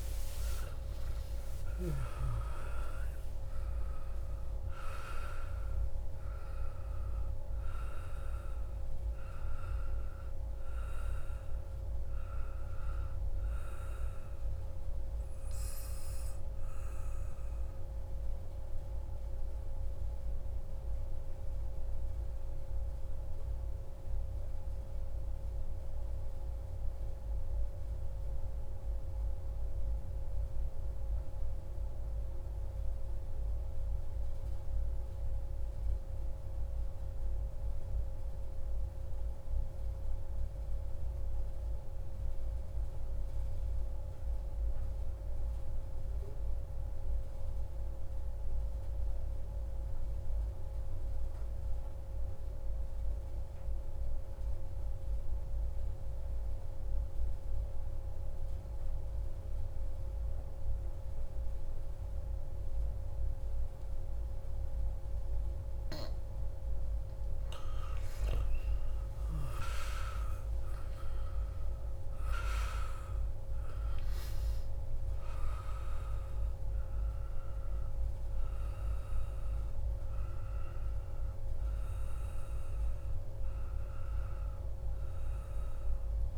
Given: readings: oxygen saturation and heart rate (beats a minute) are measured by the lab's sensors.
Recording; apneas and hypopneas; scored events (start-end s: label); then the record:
breathing in sleep, hard to hear, by a room microphone; 1
0.00-20.50 s: oxygen desaturation (device-marked, oxygen 91% lowest)
13.00-65.50 s: mixed apnea (oxygen 96% before, 89% lowest)
51.50-86.38 s: oxygen desaturation (device-marked, oxygen 98% before, 89% lowest)
67.00-72.50 s: arousal
From the record:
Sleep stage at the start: N2 (light sleep); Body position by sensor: on the back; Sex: male